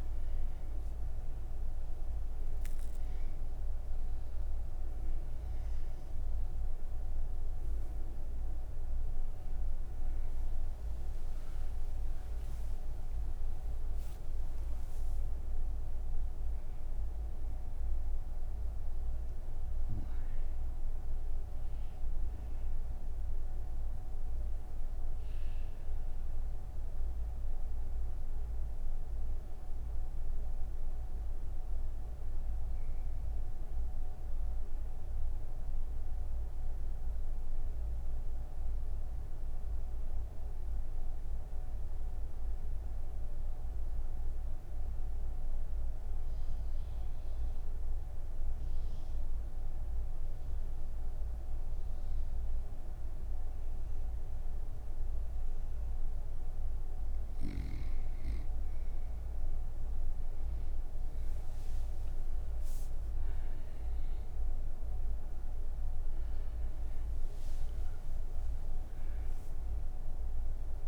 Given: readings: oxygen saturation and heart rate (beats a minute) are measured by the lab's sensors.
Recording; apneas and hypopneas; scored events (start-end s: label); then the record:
breathing in sleep, hard to hear, by a room microphone; none
0.00-7.50 s: oxygen desaturation (device-marked, oxygen 95% lowest)
17.50-38.50 s: oxygen desaturation (device-marked, oxygen 97% before, 88% lowest)
From the record:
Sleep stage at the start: N2 (light sleep); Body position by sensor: on the right side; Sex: female